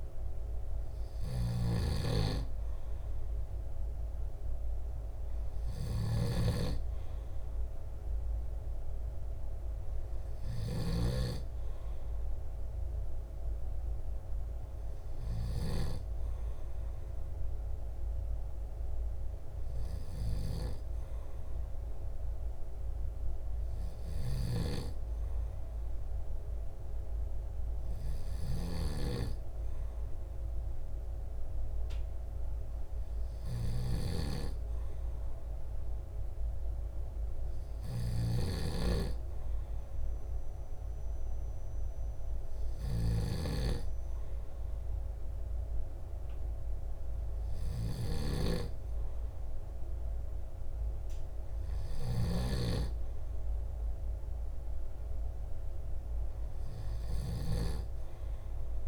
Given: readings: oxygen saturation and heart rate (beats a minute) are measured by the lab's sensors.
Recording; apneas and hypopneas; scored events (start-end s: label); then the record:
breathing in sleep by a room microphone; none
0.00-11.50 s: snoring (device-marked)
38.50-44.00 s: snoring (device-marked)
From the record:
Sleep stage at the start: N2 (light sleep); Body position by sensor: on the back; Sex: male